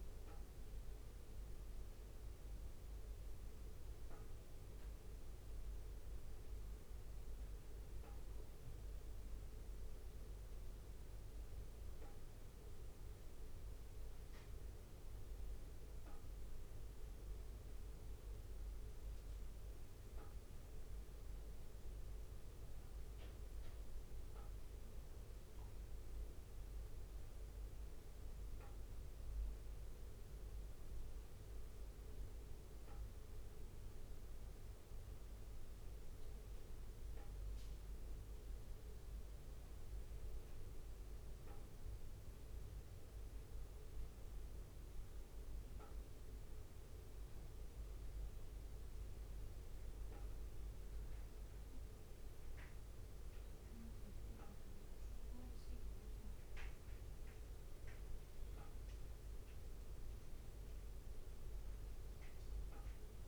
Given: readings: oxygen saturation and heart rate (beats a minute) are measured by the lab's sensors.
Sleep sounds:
breathing in sleep, hard to hear, by a room microphone; 1
0.00-43.50 s: bradycardia (device-marked, heart rate 57 extreme)
20.00-35.00 s: hypopnea (oxygen 99% before, 95% lowest, heart rate 58 before, 57 extreme, up 2 after)
38.00-42.00 s: arousal
52.50-58.50 s: bradycardia (device-marked, heart rate 59 before, 58 extreme)
From the record:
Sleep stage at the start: N2 (light sleep); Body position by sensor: on the back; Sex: male

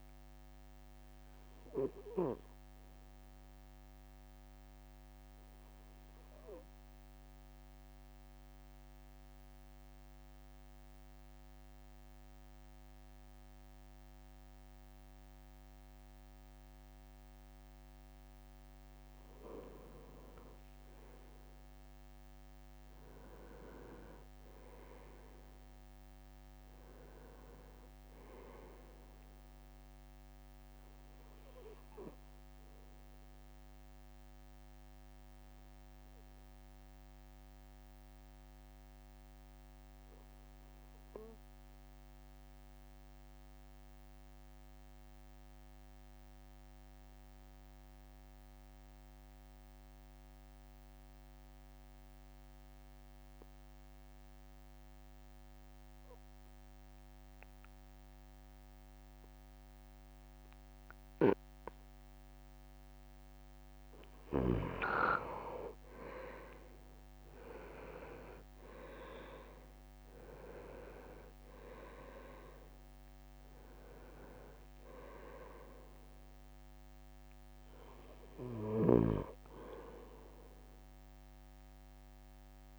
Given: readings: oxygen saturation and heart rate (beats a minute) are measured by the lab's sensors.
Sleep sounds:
breathing in sleep by a microphone on the trachea; 2
0.50-17.50 s: obstructive apnea (oxygen 99% before, 97% lowest)
20.00-21.50 s: leg movement (device-marked)
21.50-25.50 s: leg movement (device-marked)
22.00-26.50 s: arousal
31.50-62.50 s: obstructive apnea (oxygen 99% before, 95% lowest)
67.00-69.00 s: leg movement (device-marked)
67.00-72.00 s: arousal
From the record:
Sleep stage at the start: N2 (light sleep); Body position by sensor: on the right side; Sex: male

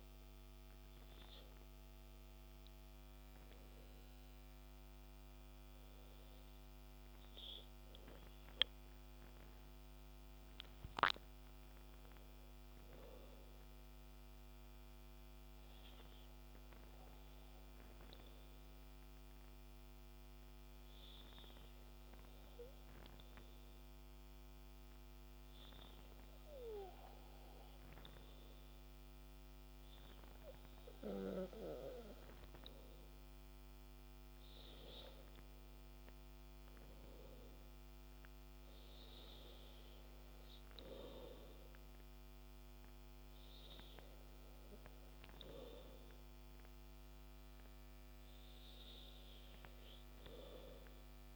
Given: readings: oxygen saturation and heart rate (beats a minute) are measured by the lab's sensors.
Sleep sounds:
breathing in sleep by a microphone on the trachea; 1
14.00-30.50 s: hypopnea (oxygen 97% before, 94% lowest, heart rate 71 before, 62 extreme, up 6 after)
31.50-47.50 s: oxygen desaturation (device-marked, oxygen 97% before, 94% lowest, heart rate 69 before, 62 extreme)
32.50-36.00 s: arousal
From the record:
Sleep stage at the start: N2 (light sleep); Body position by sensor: on the back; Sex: male

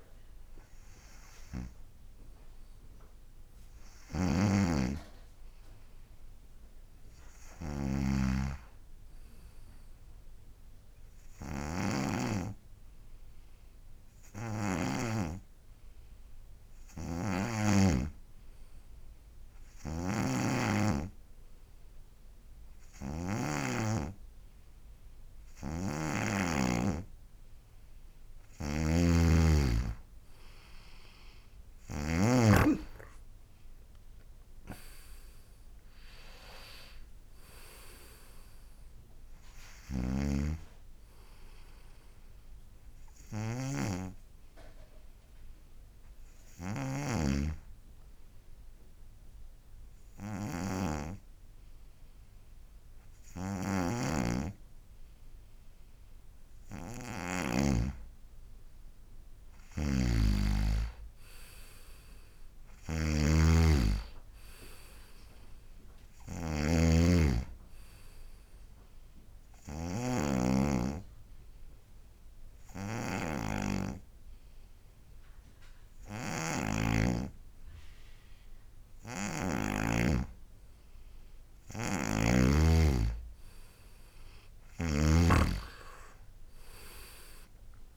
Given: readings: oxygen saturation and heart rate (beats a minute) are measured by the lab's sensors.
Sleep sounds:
breathing in sleep by a room microphone; 3
0.00-15.50 s: snoring (device-marked)
11.00-26.50 s: obstructive apnea (oxygen 97% before, 90% lowest, heart rate 72 before, 68 extreme, up 6 after)
20.00-24.00 s: snoring (device-marked)
26.00-32.50 s: snoring (device-marked)
27.00-46.00 s: oxygen desaturation (device-marked, oxygen 95% before, 90% lowest, heart rate 73 before, 68 extreme)
28.00-32.50 s: arousal
40.00-58.00 s: snoring (device-marked)
42.50-57.50 s: obstructive apnea (oxygen 95% before, 90% lowest, heart rate 75 before, 68 extreme, up 7 after)
59.50-63.00 s: arousal
60.00-80.00 s: snoring (device-marked)
66.00-81.00 s: oxygen desaturation (device-marked, oxygen 97% before, 92% lowest, heart rate 71 before, 64 extreme)
68.50-80.00 s: obstructive apnea (oxygen 97% before, 90% lowest, heart rate 71 before, 64 extreme, up 3 after)
82.00-85.50 s: snoring (device-marked)
84.50-87.97 s: arousal
From the record:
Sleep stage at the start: N2 (light sleep); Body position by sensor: on the right side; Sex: male

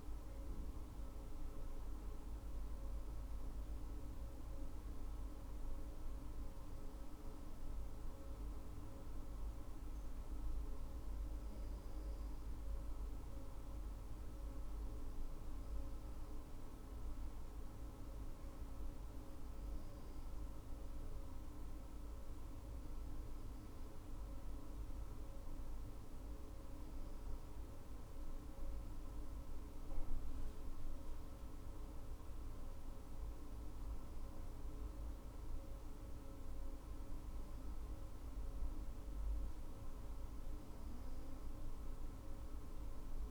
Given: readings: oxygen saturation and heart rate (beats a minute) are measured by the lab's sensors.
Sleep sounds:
breathing in sleep, hard to hear, by a room microphone; none
none scored
From the record:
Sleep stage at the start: N2 (light sleep); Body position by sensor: on the right side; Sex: female

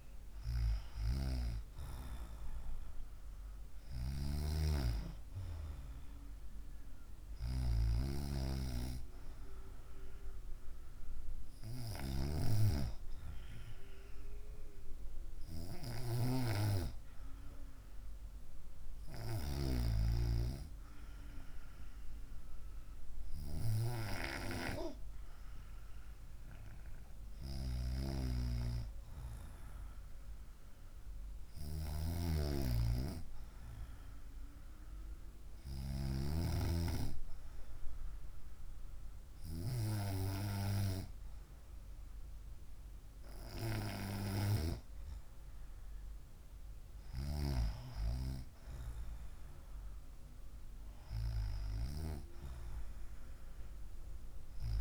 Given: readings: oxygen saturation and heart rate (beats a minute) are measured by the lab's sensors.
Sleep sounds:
breathing in sleep by a room microphone; none
none scored
From the record:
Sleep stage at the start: N2 (light sleep); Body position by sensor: on the right side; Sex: female

